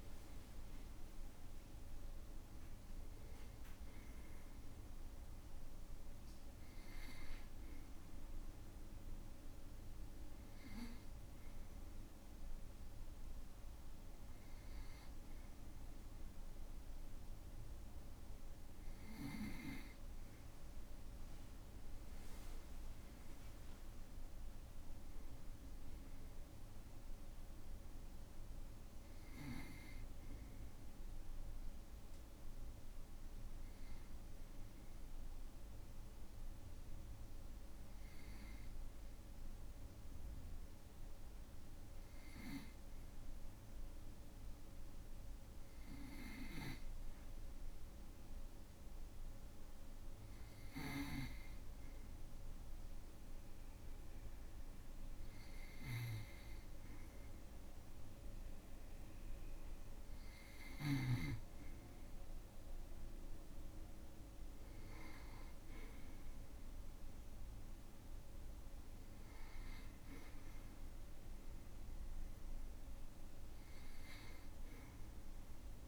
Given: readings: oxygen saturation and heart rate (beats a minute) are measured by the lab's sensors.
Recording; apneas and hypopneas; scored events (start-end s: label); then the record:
breathing in sleep by a room microphone; 1
22.00-26.00 s: arousal
37.50-60.00 s: hypopnea (oxygen 97% before, 94% lowest, heart rate 58 before, 55 extreme, up 3 after)
62.50-66.50 s: arousal
From the record:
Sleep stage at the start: N2 (light sleep); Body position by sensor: on the back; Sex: male